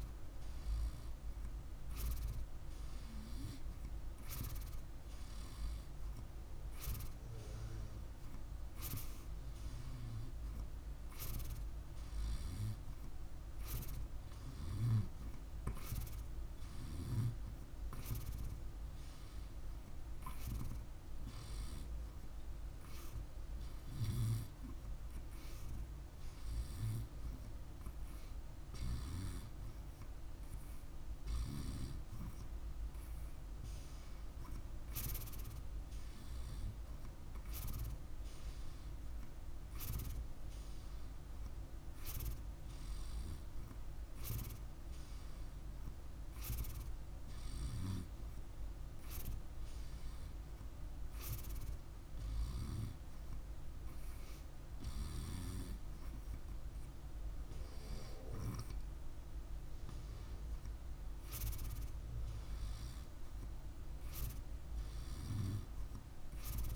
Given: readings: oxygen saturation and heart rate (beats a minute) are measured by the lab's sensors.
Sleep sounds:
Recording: breathing in sleep by a room microphone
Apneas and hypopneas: none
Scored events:
2.50-7.00 s: arousal
From the record:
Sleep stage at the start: N2 (light sleep)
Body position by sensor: on the right side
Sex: male

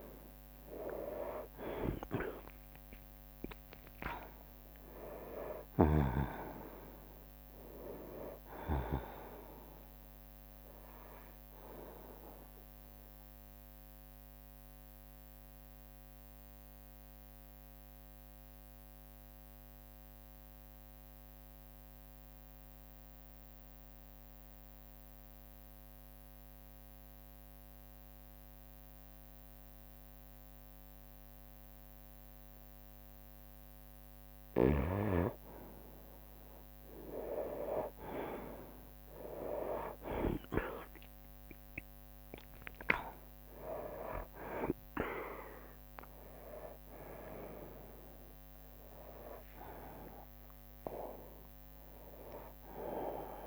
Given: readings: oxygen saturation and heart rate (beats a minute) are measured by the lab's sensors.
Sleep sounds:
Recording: breathing in sleep by a microphone on the trachea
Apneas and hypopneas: 1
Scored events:
0.00-3.50 s: arousal
0.00-10.00 s: drop in pulse transit time (device-marked, heart rate 60 before, 66 extreme)
3.00-26.00 s: oxygen desaturation (device-marked, oxygen 98% before, 91% lowest, heart rate 61 before, 58 extreme)
13.00-33.50 s: mixed apnea (oxygen 98% before, 90% lowest, heart rate 67 before, 58 extreme, up 9 after)
16.00-23.00 s: bradycardia (device-marked, heart rate 68 before, 58 extreme)
36.50-42.00 s: arousal
38.00-51.00 s: drop in pulse transit time (device-marked, heart rate 60 before, 64 extreme)
39.00-53.47 s: oxygen desaturation (device-marked, oxygen 97% before, 90% lowest, heart rate 61 before, 60 extreme)
From the record:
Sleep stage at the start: N2 (light sleep)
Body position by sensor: on the right side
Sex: male

